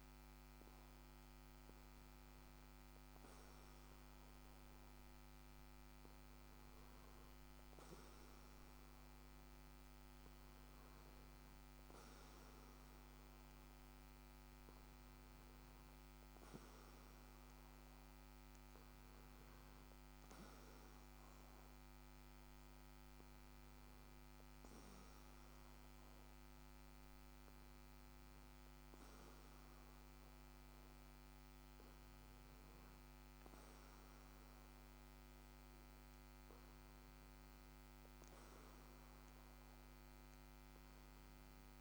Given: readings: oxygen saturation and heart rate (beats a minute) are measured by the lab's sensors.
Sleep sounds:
breathing in sleep, hard to hear, by a microphone on the trachea; none
none scored
From the record:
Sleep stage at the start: REM sleep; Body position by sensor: on the back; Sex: male

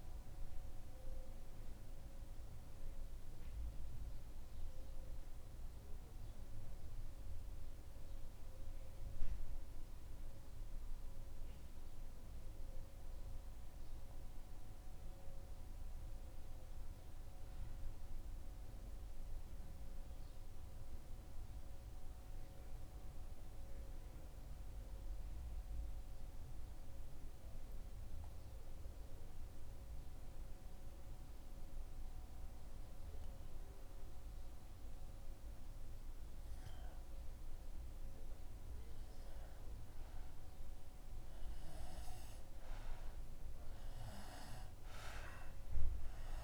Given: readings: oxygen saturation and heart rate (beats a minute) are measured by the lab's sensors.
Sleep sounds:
breathing in sleep, hard to hear, by a room microphone; 1
7.50-36.00 s: mixed apnea (oxygen 98% before, 93% lowest, heart rate 75 before, 73 extreme, up 1 after)
26.50-42.50 s: oxygen desaturation (device-marked, oxygen 97% before, 93% lowest, heart rate 75 before, 74 extreme)
43.50-46.43 s: arousal
From the record:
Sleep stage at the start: N2 (light sleep); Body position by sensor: on the back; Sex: male

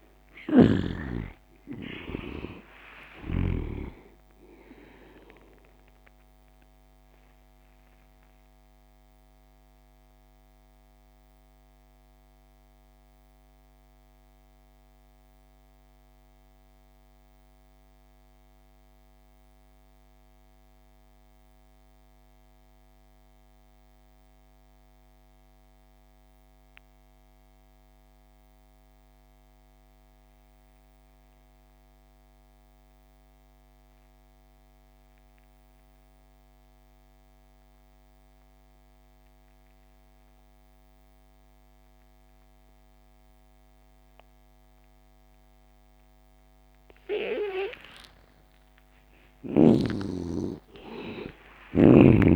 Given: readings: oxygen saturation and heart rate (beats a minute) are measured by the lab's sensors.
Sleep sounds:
breathing in sleep by a microphone on the trachea; 1
0.00-22.50 s: oxygen desaturation (device-marked, oxygen 74% lowest)
9.00-47.50 s: mixed apnea (oxygen 97% before, 71% lowest)
37.50-52.36 s: oxygen desaturation (device-marked, oxygen 97% before, 71% lowest)
48.50-52.36 s: arousal
From the record:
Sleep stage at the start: N2 (light sleep); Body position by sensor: on the back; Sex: male

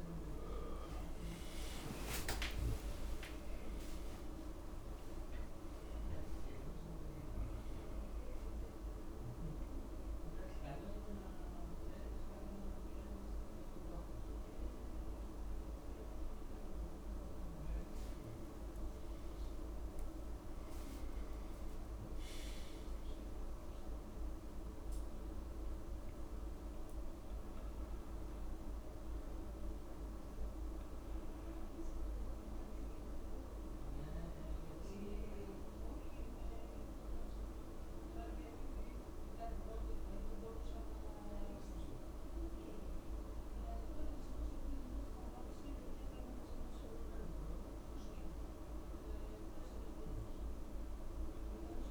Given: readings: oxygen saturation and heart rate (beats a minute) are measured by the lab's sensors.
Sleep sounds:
breathing in sleep, hard to hear, by a room microphone; none
0.00-2.50 s: arousal
2.00-4.00 s: long interval between heartbeats (device-marked)
10.00-12.00 s: long interval between heartbeats (device-marked, heart rate 46 before, 80 extreme)
13.00-15.00 s: long interval between heartbeats (device-marked, heart rate 58 before, 85 extreme)
18.00-22.00 s: arousal
20.00-22.00 s: long interval between heartbeats (device-marked, heart rate 88 before, 129 extreme)
23.50-25.50 s: long interval between heartbeats (device-marked, heart rate 101 before, 102 extreme)
29.00-46.00 s: oxygen desaturation (device-marked, oxygen 98% before, 93% lowest)
From the record:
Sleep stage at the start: N1 (lightest sleep); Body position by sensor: on the back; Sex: male

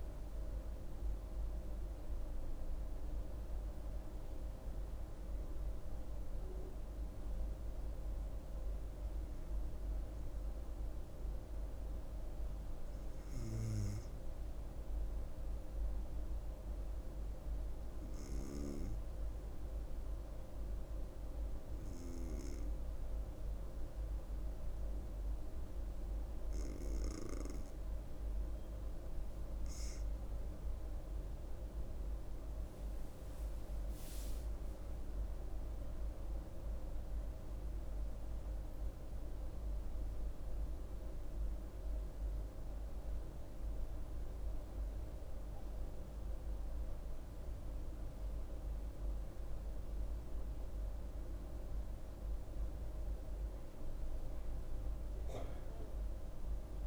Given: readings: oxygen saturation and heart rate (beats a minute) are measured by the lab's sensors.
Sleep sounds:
breathing in sleep, hard to hear, by a room microphone; 1
0.00-11.00 s: oxygen desaturation (device-marked, oxygen 94% lowest, heart rate 67 extreme)
16.00-29.50 s: hypopnea (oxygen 97% before, 93% lowest, heart rate 75 before, 68 extreme, up 10 after)
31.00-34.50 s: arousal
32.00-50.00 s: oxygen desaturation (device-marked, oxygen 97% before, 94% lowest, heart rate 69 before, 68 extreme)
From the record:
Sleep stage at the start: N2 (light sleep); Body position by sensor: on the back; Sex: female

